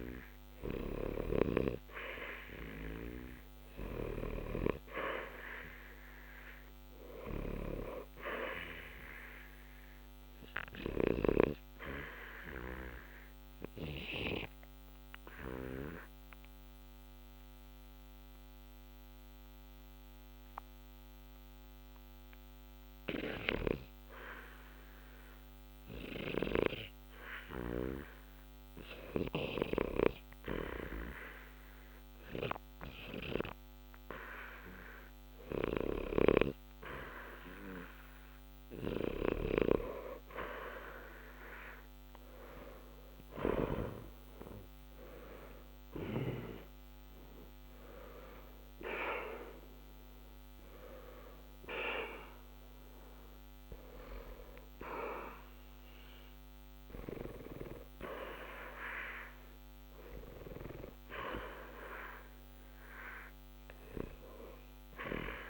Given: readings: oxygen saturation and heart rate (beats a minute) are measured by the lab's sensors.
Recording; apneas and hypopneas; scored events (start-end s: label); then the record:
breathing in sleep by a microphone on the trachea; 1
12.00-30.50 s: obstructive apnea (oxygen 87% before, 83% lowest, heart rate 60 before, 60 extreme, up 0 after)
12.50-32.50 s: oxygen desaturation (device-marked, oxygen 87% before, 83% lowest, heart rate 60 before, 60 extreme)
35.00-39.50 s: arousal
51.50-65.50 s: oxygen desaturation (device-marked, oxygen 88% before, 83% lowest, heart rate 61 before, 60 extreme)
From the record:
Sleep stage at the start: REM sleep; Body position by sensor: on the back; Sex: male